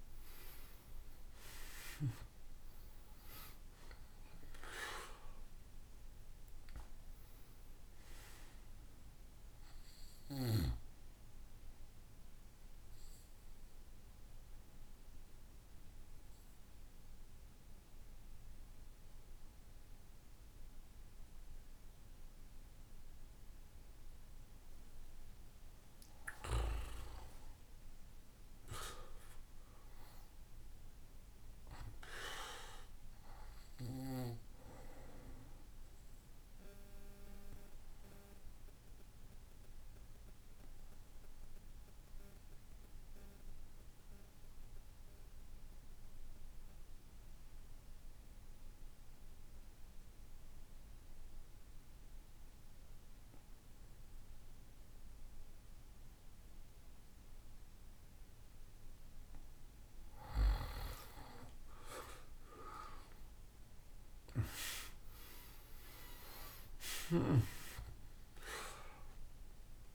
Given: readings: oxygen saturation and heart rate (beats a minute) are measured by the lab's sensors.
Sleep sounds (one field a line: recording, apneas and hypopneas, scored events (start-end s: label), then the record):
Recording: breathing in sleep by a room microphone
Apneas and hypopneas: 2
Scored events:
0.00-3.00 s: arousal
0.00-27.50 s: oxygen desaturation (device-marked, oxygen 89% lowest, heart rate 56 extreme)
11.00-23.50 s: obstructive apnea (oxygen 97% before, 89% lowest, heart rate 72 before, 56 extreme, up 17 after)
26.50-31.00 s: arousal
37.00-58.00 s: obstructive apnea (oxygen 98% before, 88% lowest, heart rate 64 before, 57 extreme, up 12 after)
59.50-69.95 s: oxygen desaturation (device-marked, oxygen 97% before, 88% lowest, heart rate 65 before, 57 extreme)
60.00-65.00 s: arousal
From the record:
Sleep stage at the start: N2 (light sleep)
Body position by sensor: on the back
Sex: male